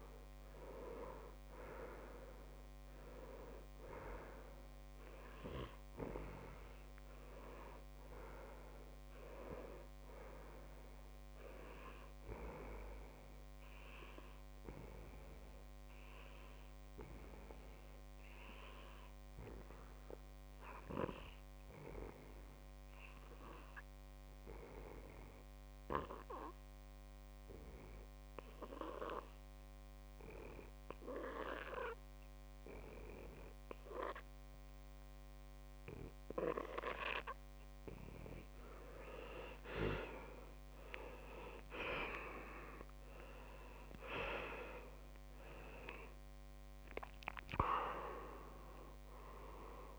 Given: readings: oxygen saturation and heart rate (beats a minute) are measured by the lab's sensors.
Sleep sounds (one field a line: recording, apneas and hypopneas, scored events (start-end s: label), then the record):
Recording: breathing in sleep by a microphone on the trachea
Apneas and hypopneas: 1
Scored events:
13.00-39.00 s: obstructive apnea (oxygen 95% before, 89% lowest)
37.00-49.99 s: oxygen desaturation (device-marked, oxygen 96% before, 89% lowest)
40.50-45.50 s: arousal
From the record:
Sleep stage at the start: N2 (light sleep)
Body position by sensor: on the back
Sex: male